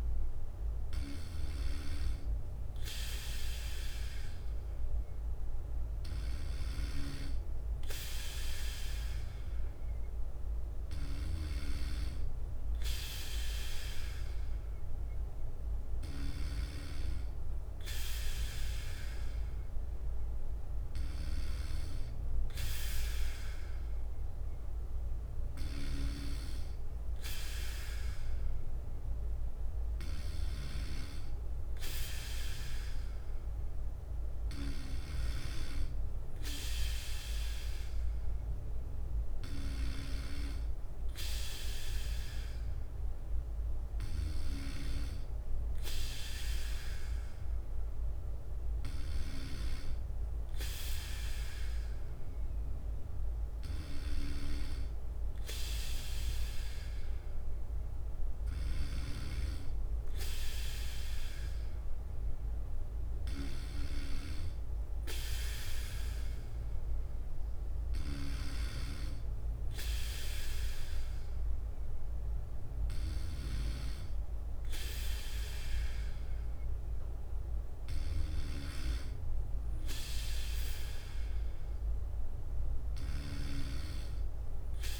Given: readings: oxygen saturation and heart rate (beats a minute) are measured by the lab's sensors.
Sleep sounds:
breathing in sleep by a room microphone; none
0.00-1.50 s: bradycardia (device-marked, heart rate 59 extreme)
42.50-45.50 s: bradycardia (device-marked, heart rate 59 before, 60 extreme)
67.50-80.50 s: bradycardia (device-marked, heart rate 59 before, 57 extreme)
82.50-85.00 s: bradycardia (device-marked, heart rate 59 before, 57 extreme)
From the record:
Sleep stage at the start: N3 (deep sleep); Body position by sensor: on the back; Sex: male

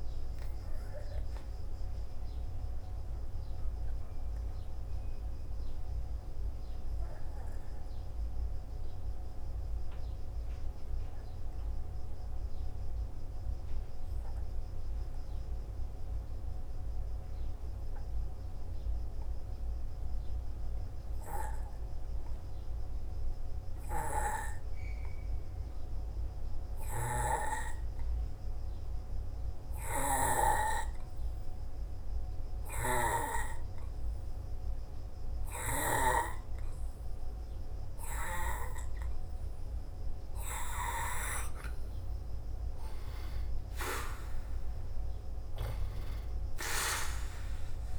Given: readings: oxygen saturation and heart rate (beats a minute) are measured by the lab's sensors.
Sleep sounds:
breathing in sleep by a room microphone; 1
0.50-41.50 s: obstructive apnea (oxygen 96% before, 85% lowest, heart rate 57 before, 54 extreme, up 8 after)
1.00-6.00 s: oxygen desaturation (device-marked, oxygen 96% before, 92% lowest, heart rate 57 before, 55 extreme)
17.00-30.00 s: oxygen desaturation (device-marked, oxygen 95% before, 91% lowest, heart rate 58 before, 54 extreme)
37.00-47.99 s: oxygen desaturation (device-marked, oxygen 96% before, 85% lowest, heart rate 56 before, 55 extreme)
43.50-46.50 s: arousal
From the record:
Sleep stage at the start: N2 (light sleep); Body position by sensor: on the back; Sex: male

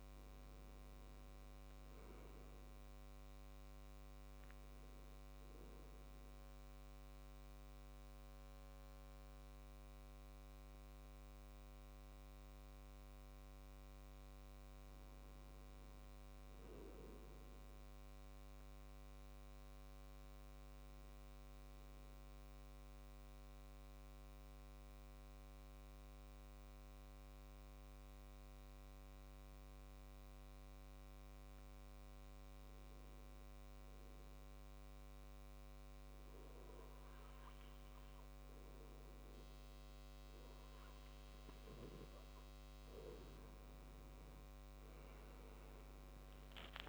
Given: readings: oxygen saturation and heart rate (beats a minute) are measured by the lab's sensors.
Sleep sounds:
breathing in sleep, hard to hear, by a microphone on the trachea; 1
0.00-23.50 s: oxygen desaturation (device-marked, oxygen 92% lowest, heart rate 64 extreme)
19.50-42.50 s: obstructive apnea (oxygen 98% before, 89% lowest, heart rate 66 before, 64 extreme, up 13 after)
40.50-46.89 s: oxygen desaturation (device-marked, oxygen 97% before, 89% lowest, heart rate 65 before, 66 extreme)
44.50-46.89 s: arousal
From the record:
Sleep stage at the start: N2 (light sleep); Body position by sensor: on the back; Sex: male

